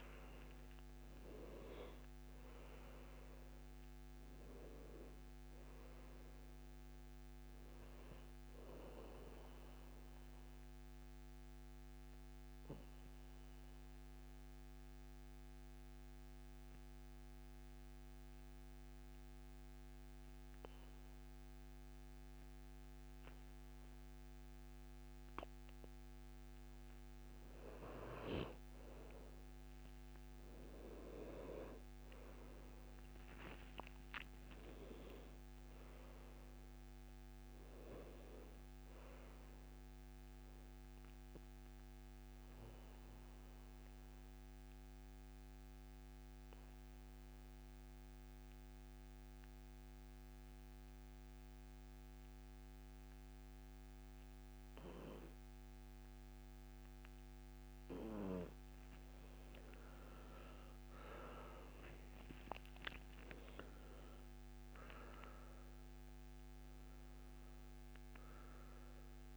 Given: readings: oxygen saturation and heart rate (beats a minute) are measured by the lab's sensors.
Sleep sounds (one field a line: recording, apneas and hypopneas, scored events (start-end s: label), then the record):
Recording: breathing in sleep by a microphone on the trachea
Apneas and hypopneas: 2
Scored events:
0.00-1.50 s: arousal
0.00-17.00 s: oxygen desaturation (device-marked, oxygen 87% lowest, heart rate 65 extreme)
9.00-25.50 s: obstructive apnea (oxygen 99% before, 87% lowest, heart rate 72 before, 63 extreme, up 7 after)
30.00-49.00 s: oxygen desaturation (device-marked, oxygen 98% before, 88% lowest, heart rate 67 before, 63 extreme)
33.00-36.50 s: arousal
41.00-56.50 s: obstructive apnea (oxygen 99% before, 87% lowest, heart rate 71 before, 63 extreme, up 12 after)
59.50-64.00 s: arousal
63.00-69.37 s: oxygen desaturation (device-marked, oxygen 98% before, 87% lowest, heart rate 65 before, 64 extreme)
From the record:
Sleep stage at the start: N2 (light sleep)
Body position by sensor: on the back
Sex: male